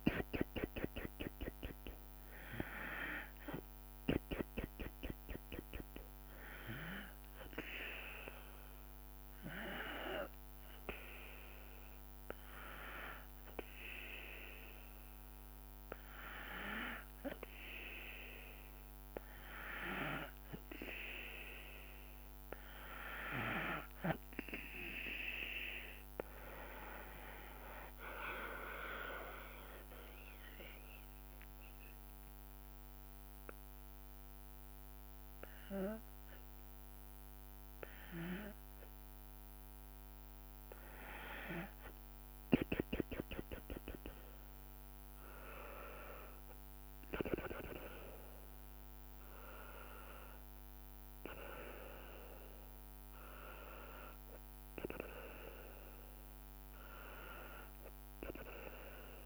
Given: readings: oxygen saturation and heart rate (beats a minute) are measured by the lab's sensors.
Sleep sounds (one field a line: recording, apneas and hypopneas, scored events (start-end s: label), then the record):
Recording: breathing in sleep by a microphone on the trachea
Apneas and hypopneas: 2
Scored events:
8.00-20.50 s: hypopnea (oxygen 96% before, 93% lowest, heart rate 72 before, 62 extreme, up 12 after)
22.00-25.50 s: arousal
27.00-38.00 s: drop in pulse transit time (device-marked, heart rate 69 before, 72 extreme)
30.00-41.00 s: obstructive apnea (oxygen 96% before, 93% lowest, heart rate 70 before, 62 extreme, up 2 after)
44.50-48.50 s: arousal
From the record:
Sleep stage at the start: N2 (light sleep)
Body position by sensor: on the back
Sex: female